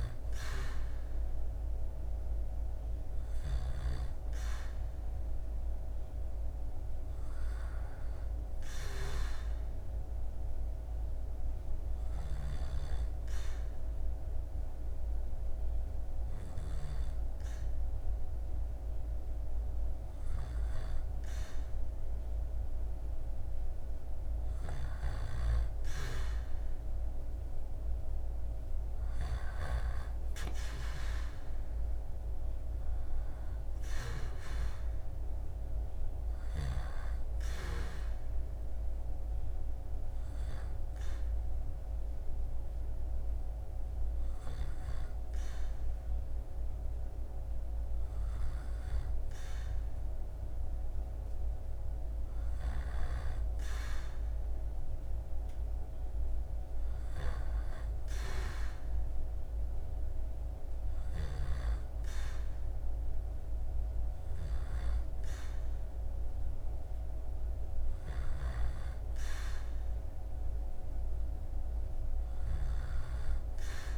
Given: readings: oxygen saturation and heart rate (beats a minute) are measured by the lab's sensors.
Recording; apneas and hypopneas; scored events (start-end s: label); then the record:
breathing in sleep by a room microphone; 1
0.00-3.50 s: snoring (device-marked)
9.50-20.00 s: hypopnea (oxygen 98% before, 95% lowest, heart rate 75 before, 70 extreme, up 1 after)
11.50-16.50 s: snoring (device-marked)
21.50-25.00 s: arousal
24.00-29.00 s: snoring (device-marked)
37.50-73.98 s: new sleep stage, REM sleep
60.50-73.98 s: snoring (device-marked)
From the record:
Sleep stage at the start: N2 (light sleep); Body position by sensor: on the back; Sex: male